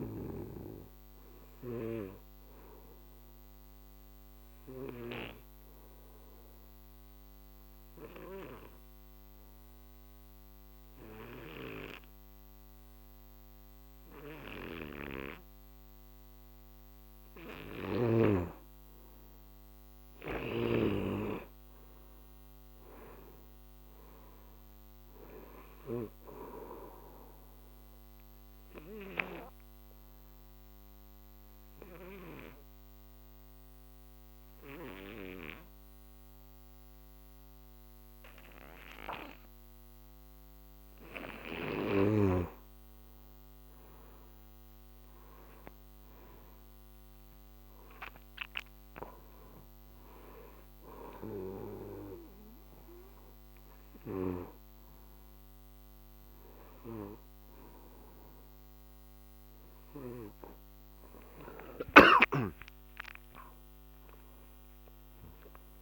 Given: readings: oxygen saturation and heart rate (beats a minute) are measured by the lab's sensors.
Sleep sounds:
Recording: breathing in sleep by a microphone on the trachea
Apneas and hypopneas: 3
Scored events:
0.00-5.00 s: snoring (device-marked)
1.00-18.00 s: obstructive apnea (oxygen 98% before, 86% lowest, heart rate 61 before, 52 extreme, up 18 after)
2.00-13.00 s: oxygen desaturation (device-marked, oxygen 98% before, 88% lowest, heart rate 62 before, 52 extreme)
20.00-23.50 s: arousal
20.00-26.00 s: snoring (device-marked)
27.00-42.00 s: oxygen desaturation (device-marked, oxygen 97% before, 86% lowest, heart rate 60 before, 52 extreme)
28.50-41.50 s: obstructive apnea (oxygen 97% before, 86% lowest, heart rate 61 before, 53 extreme, up 24 after)
44.50-48.50 s: arousal
51.00-61.50 s: hypopnea (oxygen 97% before, 87% lowest, heart rate 62 before, 47 extreme, up 23 after)
51.00-65.81 s: oxygen desaturation (device-marked, oxygen 97% before, 87% lowest, heart rate 62 before, 47 extreme)
63.00-65.81 s: arousal
From the record:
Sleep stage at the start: N2 (light sleep)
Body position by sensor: on the back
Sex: male

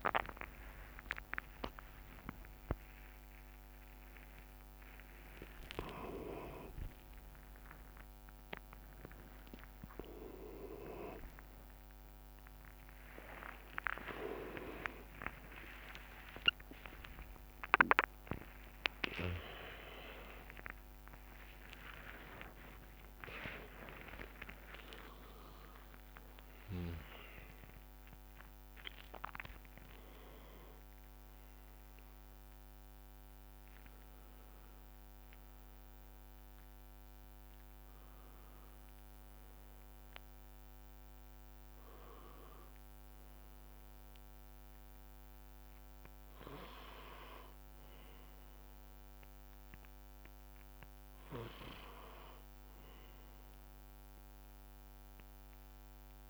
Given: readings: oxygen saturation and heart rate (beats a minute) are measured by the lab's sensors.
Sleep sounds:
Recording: a person awake in a sleep study, by a microphone on the trachea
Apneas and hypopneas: none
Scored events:
0.00-4.00 s: tachycardia (device-marked, heart rate 112 extreme)
0.00-10.00 s: drop in pulse transit time (device-marked, heart rate 70 before, 97 extreme)
0.50-2.50 s: long interval between heartbeats (device-marked, heart rate 70 before, 106 extreme)
4.00-6.00 s: long interval between heartbeats (device-marked, heart rate 77 before, 108 extreme)
6.50-8.50 s: long interval between heartbeats (device-marked, heart rate 82 before, 99 extreme)
10.00-21.00 s: tachycardia (device-marked, heart rate 70 before, 160 extreme)
11.00-13.00 s: long interval between heartbeats (device-marked, heart rate 90 before, 98 extreme)
13.00-15.00 s: long interval between heartbeats (device-marked, heart rate 94 before, 109 extreme)
16.50-18.50 s: long interval between heartbeats (device-marked, heart rate 103 before, 152 extreme)
19.00-21.00 s: long interval between heartbeats (device-marked, heart rate 115 before, 138 extreme)
From the record:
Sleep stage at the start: awake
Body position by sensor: upright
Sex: male

